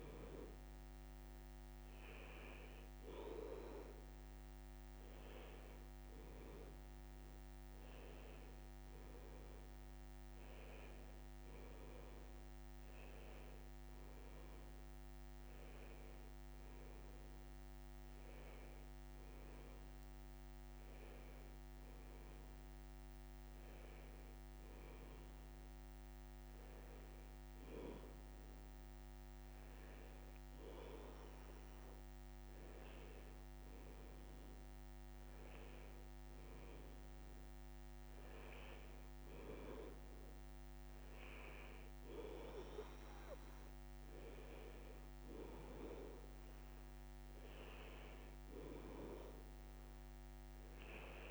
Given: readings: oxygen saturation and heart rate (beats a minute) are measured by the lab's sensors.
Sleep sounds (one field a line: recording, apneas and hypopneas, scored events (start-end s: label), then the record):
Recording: breathing in sleep by a microphone on the trachea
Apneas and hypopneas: none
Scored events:
none scored
From the record:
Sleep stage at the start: N2 (light sleep)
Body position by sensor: on the back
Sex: male